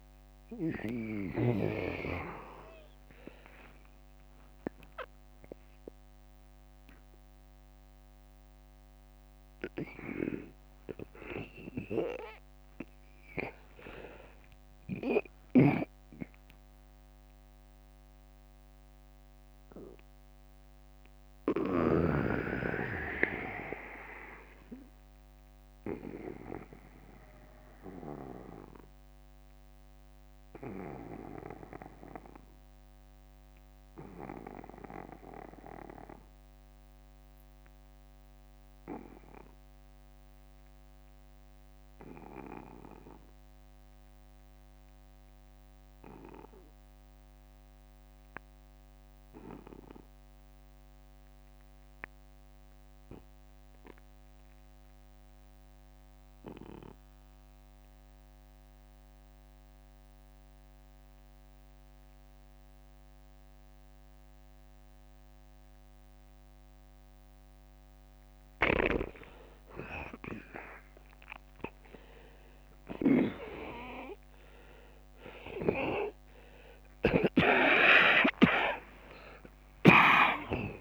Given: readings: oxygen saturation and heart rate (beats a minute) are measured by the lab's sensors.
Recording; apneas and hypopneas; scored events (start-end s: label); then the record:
breathing in sleep by a microphone on the trachea; 1
0.00-1.00 s: snoring (device-marked)
0.00-24.50 s: oxygen desaturation (device-marked, oxygen 82% lowest, heart rate 44 extreme)
9.50-13.50 s: arousal
15.50-66.00 s: mixed apnea (oxygen 89% before, 74% lowest, heart rate 67 before, 44 extreme, up 18 after)
17.50-19.50 s: long interval between heartbeats (device-marked, heart rate 67 before, 65 extreme)
29.50-31.50 s: long interval between heartbeats (device-marked, heart rate 58 before, 53 extreme)
45.00-47.00 s: long interval between heartbeats (device-marked, heart rate 53 before, 51 extreme)
56.50-80.81 s: oxygen desaturation (device-marked, oxygen 96% before, 74% lowest, heart rate 52 before, 48 extreme)
62.00-64.00 s: long interval between heartbeats (device-marked, heart rate 53 before, 61 extreme)
71.00-73.00 s: long interval between heartbeats (device-marked, heart rate 55 before, 65 extreme)
77.50-80.81 s: arousal
78.00-80.00 s: long interval between heartbeats (device-marked, heart rate 59 before, 85 extreme)
From the record:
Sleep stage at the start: N2 (light sleep); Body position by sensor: on the back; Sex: male